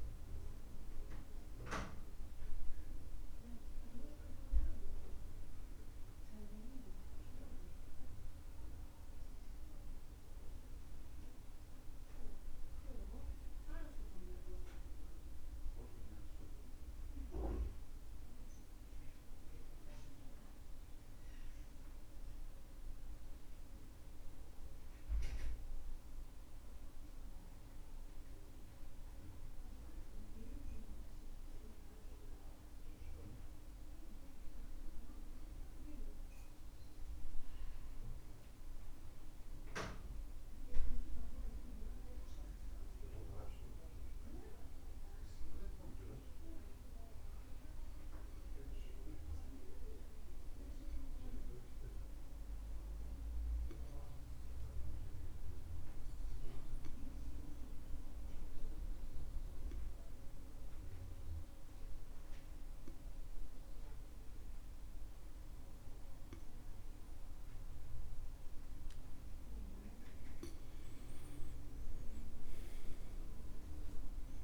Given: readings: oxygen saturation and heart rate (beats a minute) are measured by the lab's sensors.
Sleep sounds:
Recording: breathing in sleep by a room microphone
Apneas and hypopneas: 1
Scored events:
41.50-45.00 s: arousal
49.00-69.00 s: obstructive apnea (oxygen 95% before, 84% lowest, heart rate 71 before, 69 extreme, up 40 after)
71.50-74.44 s: oxygen desaturation (device-marked, oxygen 93% before, 84% lowest, heart rate 96 before, 64 extreme)
72.00-74.44 s: arousal
From the record:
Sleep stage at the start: N2 (light sleep)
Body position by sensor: on the back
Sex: male

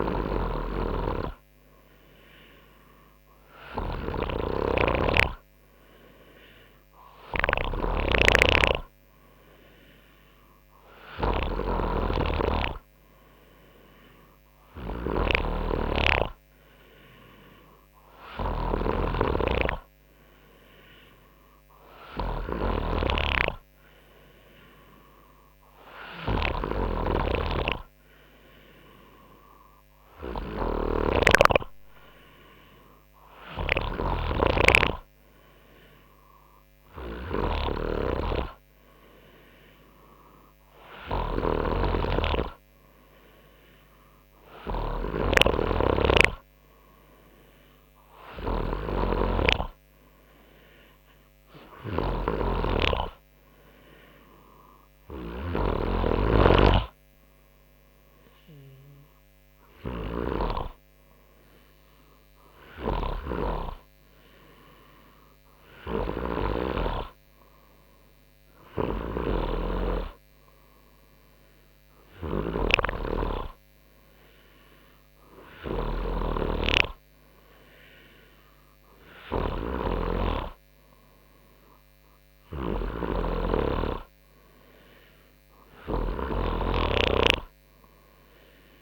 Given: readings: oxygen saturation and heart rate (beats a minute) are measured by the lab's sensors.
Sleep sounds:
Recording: breathing in sleep by a microphone on the trachea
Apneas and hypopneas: none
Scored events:
0.00-61.00 s: snoring (device-marked)
69.50-88.82 s: snoring (device-marked)
From the record:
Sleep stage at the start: N3 (deep sleep)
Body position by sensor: on the front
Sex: male

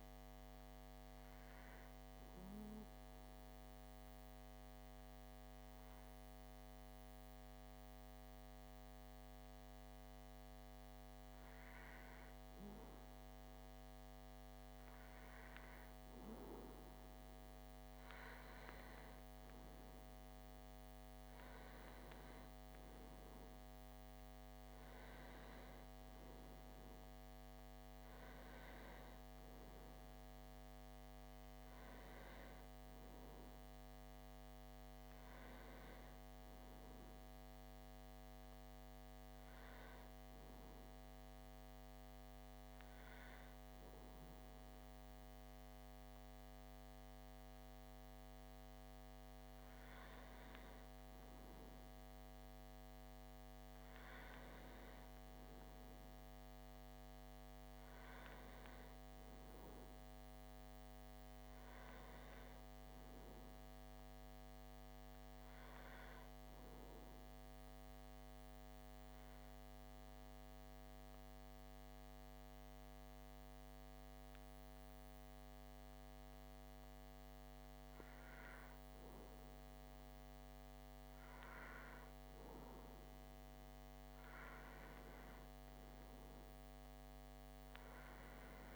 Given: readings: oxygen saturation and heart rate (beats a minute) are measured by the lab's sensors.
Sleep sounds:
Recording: breathing in sleep, hard to hear, by a microphone on the trachea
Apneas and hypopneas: 3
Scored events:
1.00-16.00 s: mixed apnea (oxygen 95% before, 93% lowest)
18.50-24.00 s: arousal
36.00-48.50 s: hypopnea (oxygen 95% before, 93% lowest, heart rate 31 before, 34 extreme, up 0 after)
51.00-56.50 s: arousal
66.00-77.00 s: central apnea (oxygen 96% before, 93% lowest, heart rate 43 before, 27 extreme, up 31 after)
From the record:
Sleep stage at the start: REM sleep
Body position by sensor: on the back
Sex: male

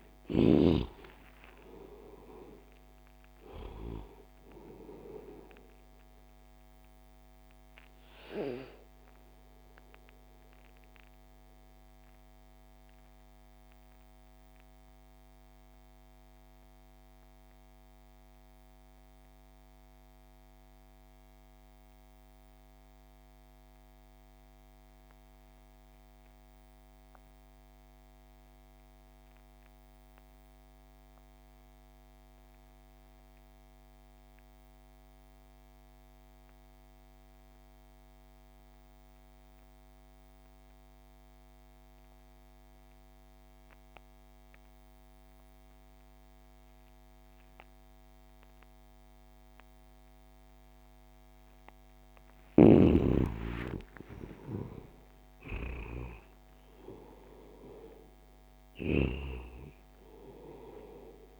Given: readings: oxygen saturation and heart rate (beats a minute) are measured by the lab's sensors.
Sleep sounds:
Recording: breathing in sleep by a microphone on the trachea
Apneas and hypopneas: 1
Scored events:
0.00-1.00 s: arousal
0.00-24.00 s: oxygen desaturation (device-marked, oxygen 68% lowest)
9.00-51.00 s: mixed apnea (oxygen 96% before, 68% lowest)
36.00-61.40 s: oxygen desaturation (device-marked, oxygen 98% before, 70% lowest)
52.00-54.50 s: arousal
52.00-58.50 s: snoring (device-marked)
From the record:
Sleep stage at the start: REM sleep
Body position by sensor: on the back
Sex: male

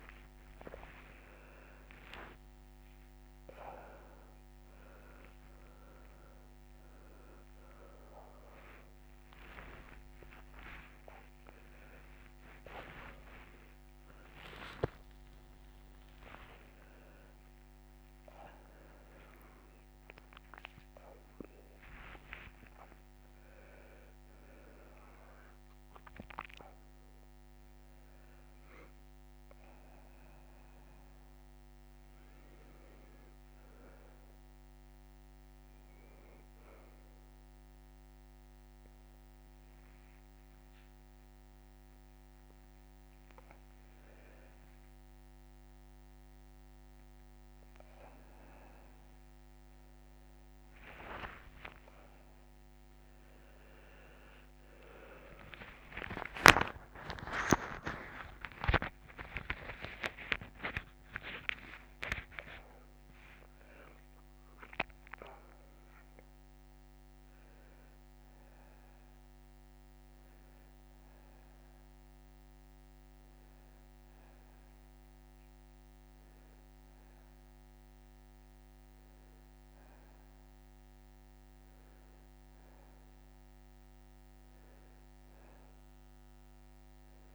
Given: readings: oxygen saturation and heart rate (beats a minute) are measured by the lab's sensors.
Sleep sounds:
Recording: a person awake in a sleep study, by a microphone on the trachea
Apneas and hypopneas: none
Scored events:
8.00-19.00 s: oxygen desaturation (device-marked, oxygen 97% before, 94% lowest, heart rate 181 before, 155 extreme)
55.00-59.50 s: snoring (device-marked)
From the record:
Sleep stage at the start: awake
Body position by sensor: on the back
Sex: male

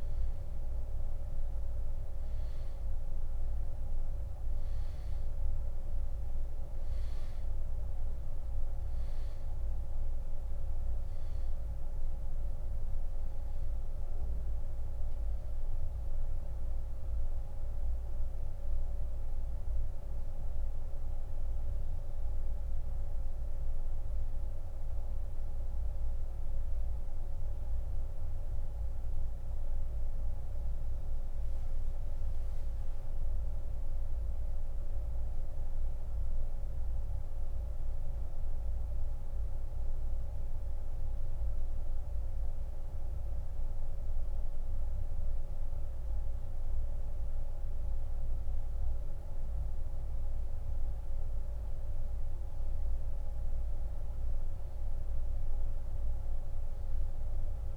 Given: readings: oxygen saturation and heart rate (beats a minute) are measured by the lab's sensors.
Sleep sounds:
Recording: breathing in sleep, hard to hear, by a room microphone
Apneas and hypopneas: 1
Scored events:
6.00-44.00 s: oxygen desaturation (device-marked, oxygen 97% before, 88% lowest)
21.50-45.00 s: mixed apnea (oxygen 97% before, 88% lowest)
47.50-52.00 s: arousal
From the record:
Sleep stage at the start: N2 (light sleep)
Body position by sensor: on the back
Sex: male

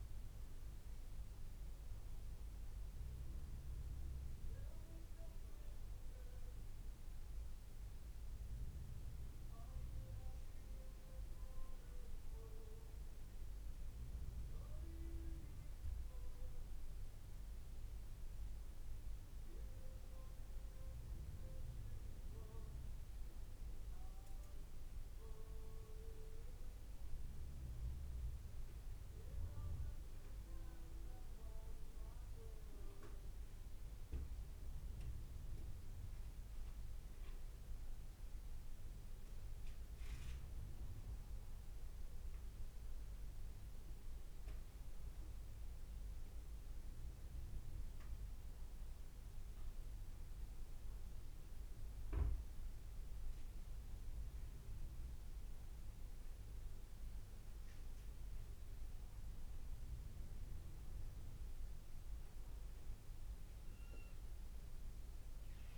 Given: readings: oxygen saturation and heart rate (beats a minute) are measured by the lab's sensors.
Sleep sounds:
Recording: breathing in sleep, hard to hear, by a room microphone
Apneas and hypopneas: none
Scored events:
none scored
From the record:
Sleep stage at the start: N2 (light sleep)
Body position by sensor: on the back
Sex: male

